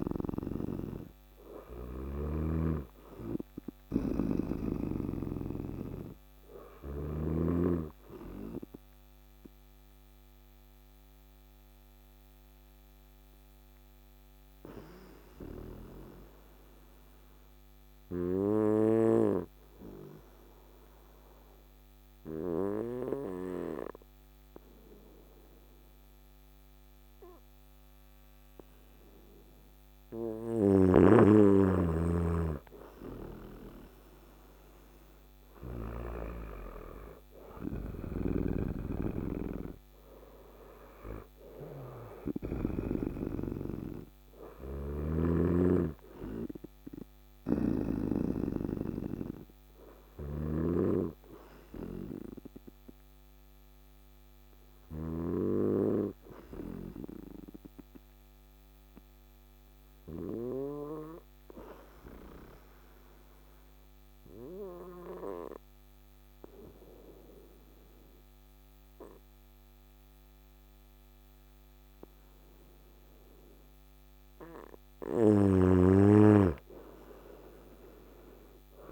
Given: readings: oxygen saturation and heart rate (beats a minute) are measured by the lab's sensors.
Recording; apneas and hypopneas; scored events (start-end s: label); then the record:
breathing in sleep by a microphone on the trachea; 2
0.00-16.00 s: oxygen desaturation (device-marked, oxygen 94% lowest, heart rate 55 extreme)
1.50-7.00 s: snoring (device-marked)
8.50-30.00 s: obstructive apnea (oxygen 98% before, 94% lowest, heart rate 62 before, 55 extreme, up 6 after)
33.00-36.50 s: arousal
44.00-50.00 s: snoring (device-marked)
51.50-73.50 s: obstructive apnea (oxygen 99% before, 95% lowest, heart rate 62 before, 56 extreme, up 8 after)
76.00-78.92 s: arousal
From the record:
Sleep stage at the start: N2 (light sleep); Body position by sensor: on the right side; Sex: male